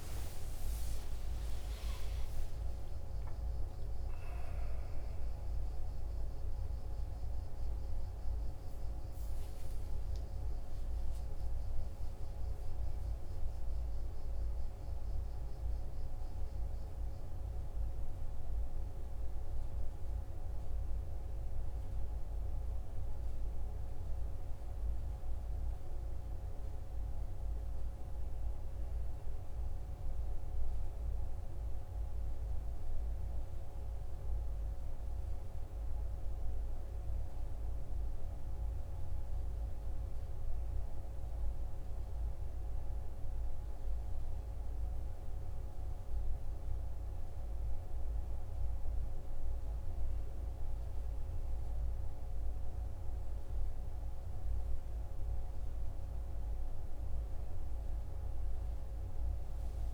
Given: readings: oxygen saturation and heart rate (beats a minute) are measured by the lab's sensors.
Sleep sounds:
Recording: a person awake in a sleep study, hard to hear, by a room microphone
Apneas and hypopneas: none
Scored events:
none scored
From the record:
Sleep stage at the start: awake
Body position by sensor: on the right side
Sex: male

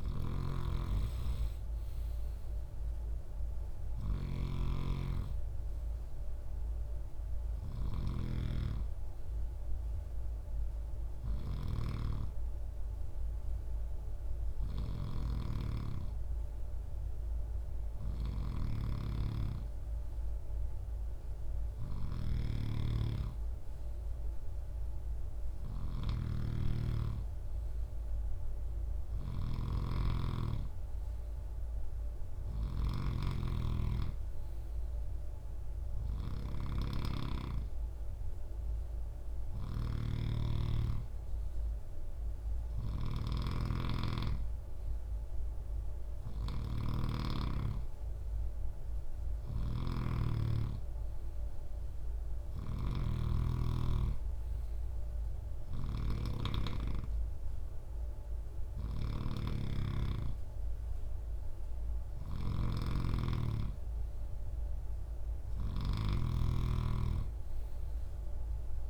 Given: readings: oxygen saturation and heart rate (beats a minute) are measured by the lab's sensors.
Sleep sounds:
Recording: breathing in sleep by a room microphone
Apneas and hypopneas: none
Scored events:
0.00-68.90 s: snoring (device-marked)
17.50-68.90 s: new sleep stage, N3 (deep sleep)
From the record:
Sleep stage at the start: N2 (light sleep)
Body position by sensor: on the right side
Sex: male

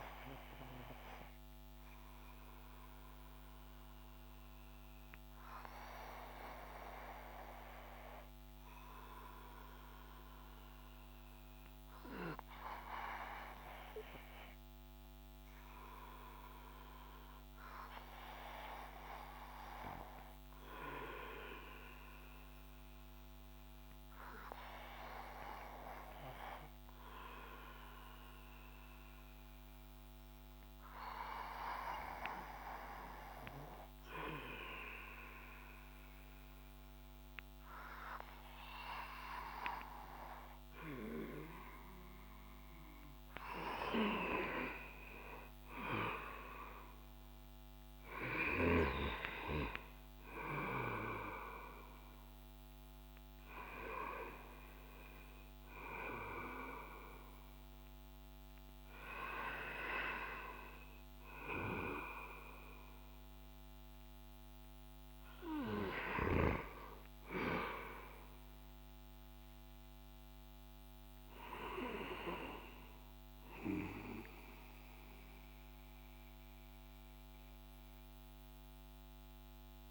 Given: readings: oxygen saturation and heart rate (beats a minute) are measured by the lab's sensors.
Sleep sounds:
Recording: breathing in sleep by a microphone on the trachea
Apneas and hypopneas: none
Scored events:
43.50-49.00 s: arousal
From the record:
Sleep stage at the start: REM sleep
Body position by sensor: on the back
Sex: male

